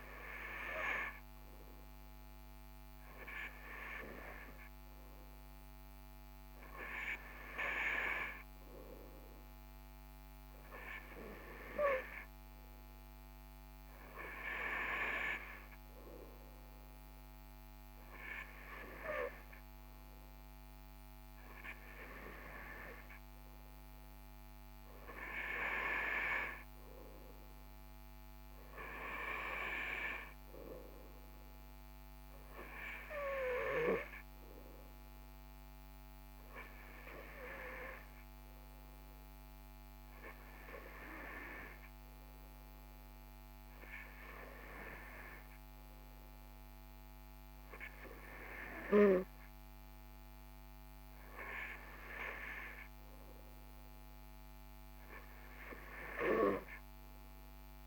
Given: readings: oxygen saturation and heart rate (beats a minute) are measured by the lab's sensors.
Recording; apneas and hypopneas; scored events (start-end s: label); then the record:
breathing in sleep by a microphone on the trachea; none
none scored
From the record:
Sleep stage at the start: N2 (light sleep); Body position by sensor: on the right side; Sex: male